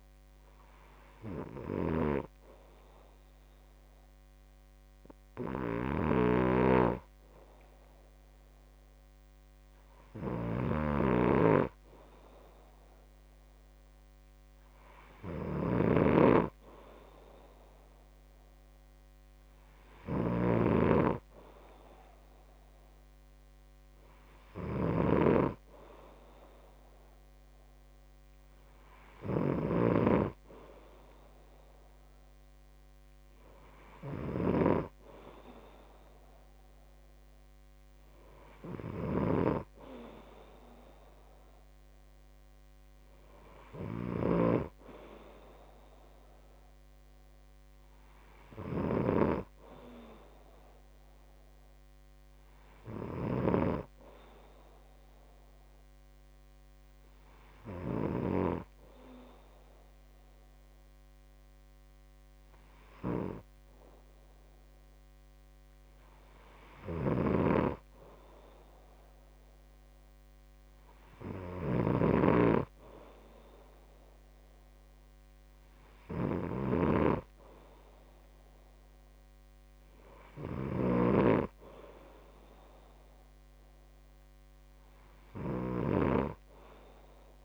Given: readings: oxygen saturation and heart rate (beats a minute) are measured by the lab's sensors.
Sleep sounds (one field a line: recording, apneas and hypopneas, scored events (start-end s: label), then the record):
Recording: breathing in sleep by a microphone on the trachea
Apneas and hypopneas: none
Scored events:
6.50-26.00 s: snoring (device-marked)
From the record:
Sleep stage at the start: N2 (light sleep)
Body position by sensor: on the back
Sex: male